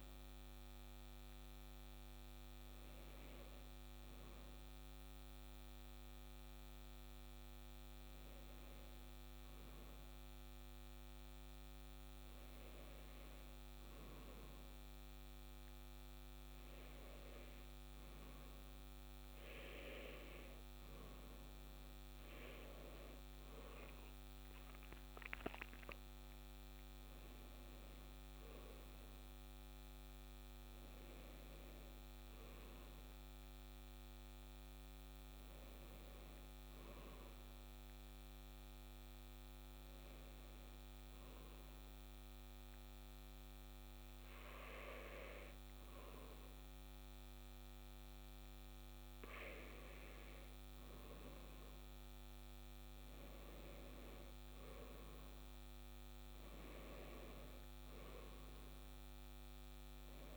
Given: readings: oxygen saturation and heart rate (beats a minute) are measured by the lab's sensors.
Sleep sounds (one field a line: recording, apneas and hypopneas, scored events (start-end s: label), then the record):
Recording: breathing in sleep by a microphone on the trachea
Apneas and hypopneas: 2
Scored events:
5.00-16.00 s: hypopnea (oxygen 96% before, 93% lowest, heart rate 69 before, 66 extreme, up 4 after)
20.50-24.50 s: arousal
39.00-50.50 s: hypopnea (oxygen 96% before, 94% lowest, heart rate 70 before, 62 extreme, up 6 after)
53.00-58.00 s: arousal
From the record:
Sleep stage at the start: N2 (light sleep)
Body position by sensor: on the right side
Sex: male